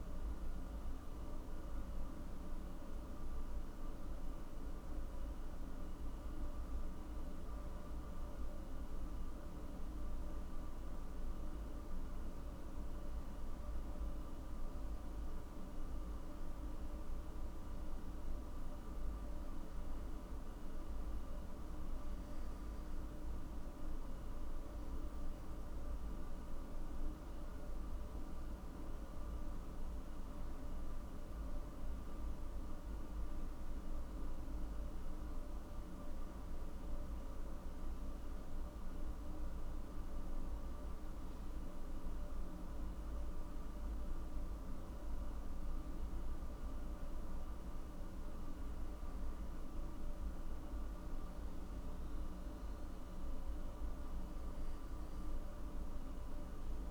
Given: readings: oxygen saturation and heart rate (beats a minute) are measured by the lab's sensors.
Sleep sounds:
a person partly awake in a sleep study, hard to hear, by a room microphone; none
7.00-56.91 s: new sleep stage, N2 (light sleep)
37.00-41.50 s: arousal
From the record:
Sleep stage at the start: awake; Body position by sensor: on the back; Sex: male

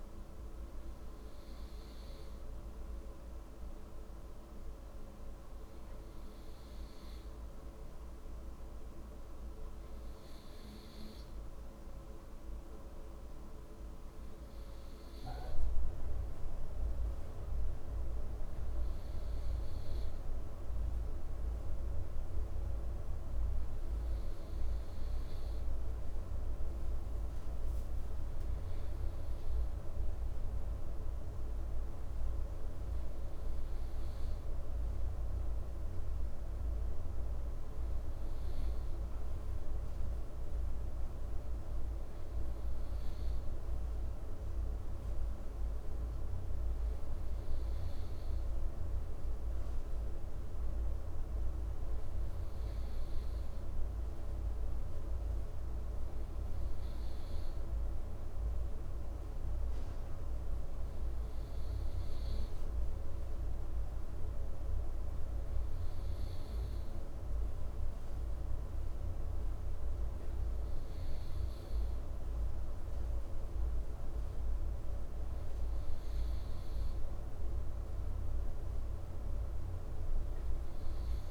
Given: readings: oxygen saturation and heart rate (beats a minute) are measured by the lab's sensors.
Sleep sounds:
breathing in sleep, hard to hear, by a room microphone; none
none scored
From the record:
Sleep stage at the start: N2 (light sleep); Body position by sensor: on the right side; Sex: male

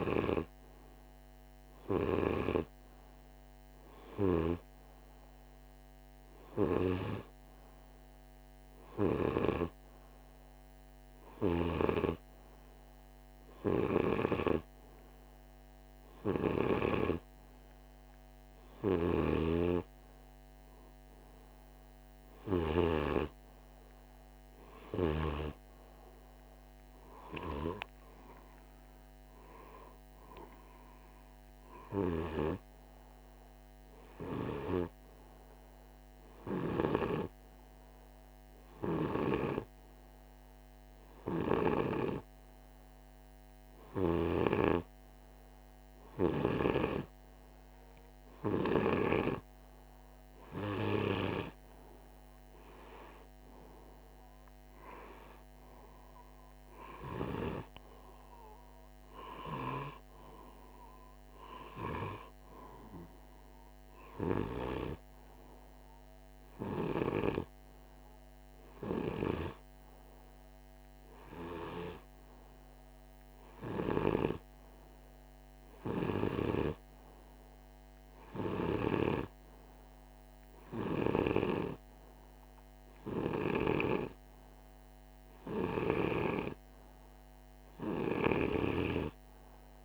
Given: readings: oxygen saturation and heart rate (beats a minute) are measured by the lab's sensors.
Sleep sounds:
breathing in sleep by a microphone on the trachea; none
11.00-16.50 s: snoring (device-marked)
18.50-22.50 s: snoring (device-marked)
From the record:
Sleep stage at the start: N2 (light sleep); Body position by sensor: on the right side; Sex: male

